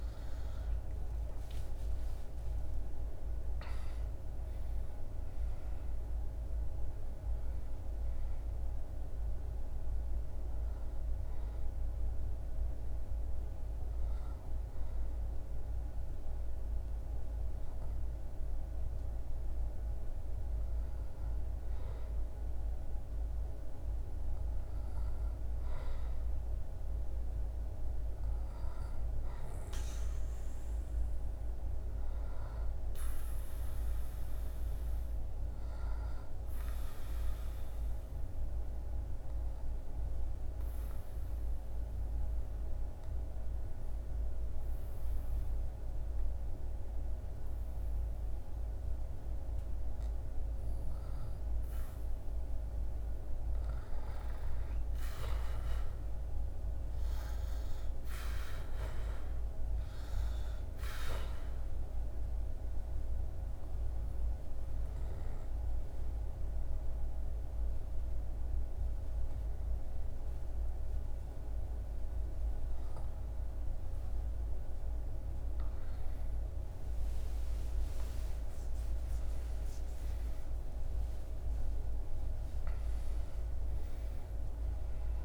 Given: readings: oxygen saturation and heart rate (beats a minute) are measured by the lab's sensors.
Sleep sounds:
breathing in sleep, hard to hear, by a room microphone; 3
0.00-22.00 s: oxygen desaturation (device-marked, oxygen 96% before, 93% lowest, heart rate 74 before, 75 extreme)
0.50-4.50 s: arousal
8.50-19.00 s: hypopnea (oxygen 96% before, 93% lowest, heart rate 77 before, 75 extreme, up 3 after)
21.00-25.00 s: arousal
37.50-51.00 s: obstructive apnea (oxygen 98% before, 93% lowest, heart rate 78 before, 69 extreme, up 3 after)
52.50-56.50 s: arousal
58.00-75.00 s: oxygen desaturation (device-marked, oxygen 96% before, 93% lowest, heart rate 76 before, 69 extreme)
61.00-74.50 s: obstructive apnea (oxygen 97% before, 93% lowest, heart rate 77 before, 70 extreme, up 41 after)
77.50-83.00 s: arousal
From the record:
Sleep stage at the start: N2 (light sleep); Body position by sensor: on the back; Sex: male

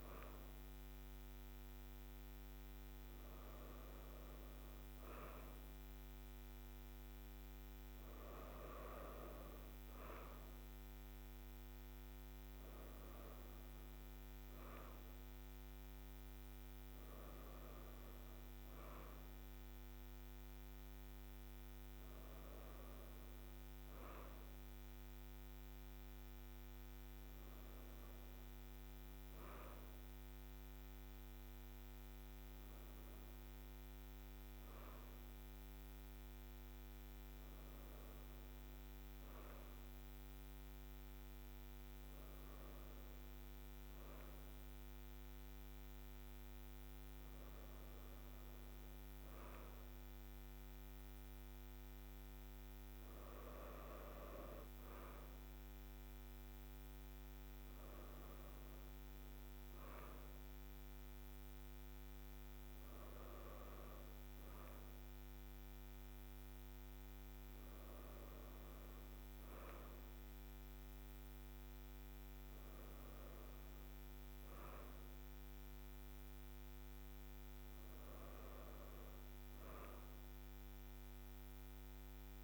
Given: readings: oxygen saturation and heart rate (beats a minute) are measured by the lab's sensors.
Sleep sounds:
breathing in sleep, hard to hear, by a microphone on the trachea; none
none scored
From the record:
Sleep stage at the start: N2 (light sleep); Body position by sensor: on the right side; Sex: female

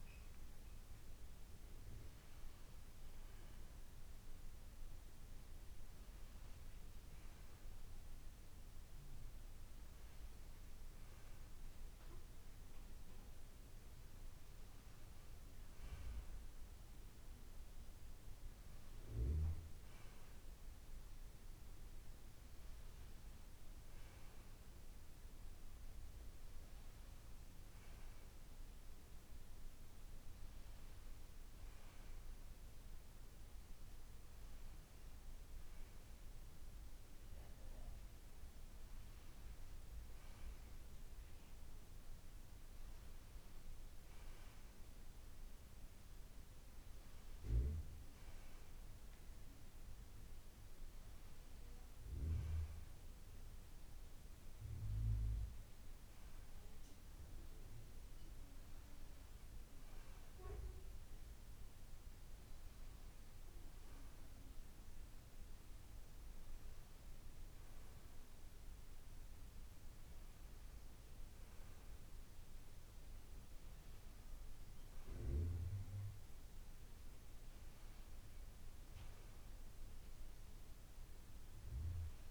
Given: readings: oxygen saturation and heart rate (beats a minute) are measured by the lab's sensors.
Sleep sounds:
a person awake in a sleep study, hard to hear, by a room microphone; none
none scored
From the record:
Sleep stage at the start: awake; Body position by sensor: on the right side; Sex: male

